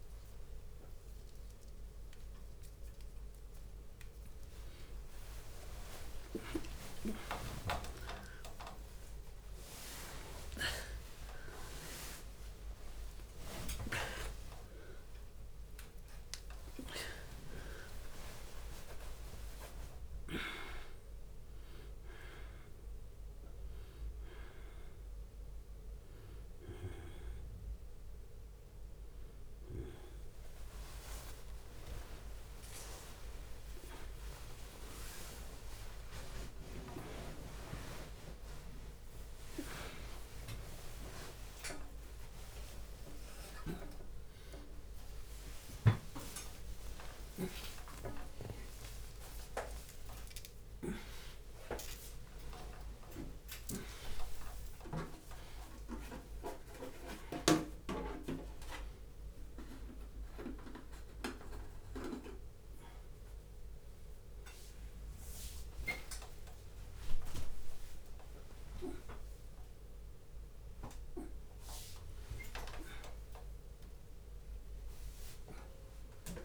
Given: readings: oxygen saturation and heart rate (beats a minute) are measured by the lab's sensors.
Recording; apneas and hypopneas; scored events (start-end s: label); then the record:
a person awake in a sleep study, by a room microphone; none
0.00-15.00 s: drop in pulse transit time (device-marked, heart rate 167 extreme)
0.00-20.00 s: tachycardia (device-marked, heart rate 214 extreme)
0.50-2.50 s: long interval between heartbeats (device-marked, heart rate 125 before, 201 extreme)
2.50-4.50 s: long interval between heartbeats (device-marked, heart rate 134 before, 203 extreme)
7.00-9.00 s: long interval between heartbeats (device-marked, heart rate 150 before, 182 extreme)
10.50-12.50 s: long interval between heartbeats (device-marked, heart rate 164 before, 180 extreme)
13.00-15.00 s: long interval between heartbeats (device-marked, heart rate 179 before, 173 extreme)
16.00-18.00 s: long interval between heartbeats (device-marked, heart rate 187 before, 172 extreme)
19.00-21.00 s: long interval between heartbeats (device-marked, heart rate 189 before, 161 extreme)
28.00-45.00 s: tachycardia (device-marked, heart rate 76 before, 189 extreme)
31.00-33.00 s: long interval between heartbeats (device-marked, heart rate 131 before, 103 extreme)
32.00-45.00 s: drop in pulse transit time (device-marked, heart rate 127 before, 109 extreme)
34.00-36.00 s: long interval between heartbeats (device-marked, heart rate 121 before, 147 extreme)
36.00-38.00 s: long interval between heartbeats (device-marked, heart rate 118 before, 156 extreme)
40.00-42.00 s: long interval between heartbeats (device-marked, heart rate 116 before, 173 extreme)
42.00-44.00 s: long interval between heartbeats (device-marked, heart rate 118 before, 178 extreme)
45.00-49.00 s: bradycardia (device-marked, heart rate 79 before, 50 extreme)
46.00-48.00 s: long interval between heartbeats (device-marked, heart rate 132 before, 104 extreme)
51.50-53.50 s: long interval between heartbeats (device-marked, heart rate 131 before, 56 extreme)
53.50-55.50 s: long interval between heartbeats (device-marked, heart rate 127 before, 75 extreme)
57.00-62.00 s: bradycardia (device-marked, heart rate 79 before, 52 extreme)
65.00-67.00 s: long interval between heartbeats (device-marked, heart rate 70 before, 67 extreme)
65.00-72.00 s: tachycardia (device-marked, heart rate 79 before, 129 extreme)
67.00-69.00 s: long interval between heartbeats (device-marked, heart rate 66 before, 85 extreme)
69.00-76.45 s: drop in pulse transit time (device-marked, heart rate 69 before, 85 extreme)
69.50-71.50 s: long interval between heartbeats (device-marked, heart rate 69 before, 123 extreme)
74.50-76.45 s: long interval between heartbeats (device-marked, heart rate 83 before, 96 extreme)
From the record:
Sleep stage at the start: awake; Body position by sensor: on the back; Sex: male